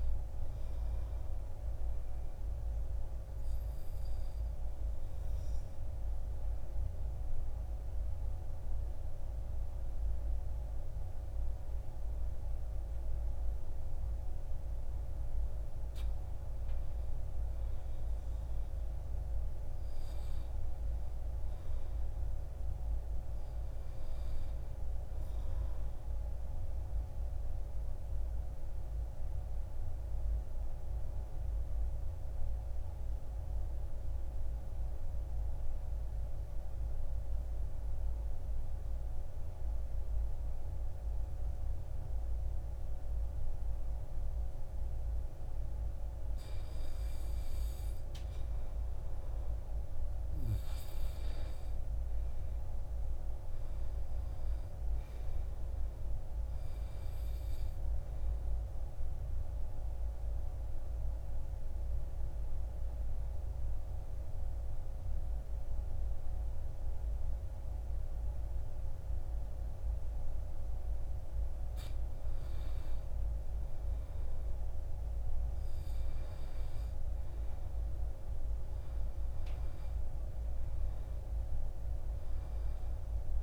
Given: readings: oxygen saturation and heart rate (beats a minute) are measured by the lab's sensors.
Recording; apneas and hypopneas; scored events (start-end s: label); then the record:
breathing in sleep, hard to hear, by a room microphone; 3
4.50-15.50 s: obstructive apnea (oxygen 97% before, 86% lowest, heart rate 57 before, 52 extreme, up 8 after)
9.50-20.50 s: oxygen desaturation (device-marked, oxygen 96% before, 92% lowest, heart rate 57 before, 53 extreme)
21.00-24.50 s: arousal
27.50-45.50 s: obstructive apnea (oxygen 97% before, 86% lowest, heart rate 56 before, 53 extreme, up 10 after)
36.50-47.50 s: oxygen desaturation (device-marked, oxygen 96% before, 92% lowest, heart rate 57 before, 53 extreme)
50.50-54.50 s: arousal
59.50-77.50 s: oxygen desaturation (device-marked, oxygen 96% before, 86% lowest, heart rate 59 before, 50 extreme)
60.00-72.50 s: obstructive apnea (oxygen 96% before, 86% lowest, heart rate 59 before, 50 extreme, up 8 after)
78.50-83.00 s: arousal
From the record:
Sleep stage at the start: N2 (light sleep); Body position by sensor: on the back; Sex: male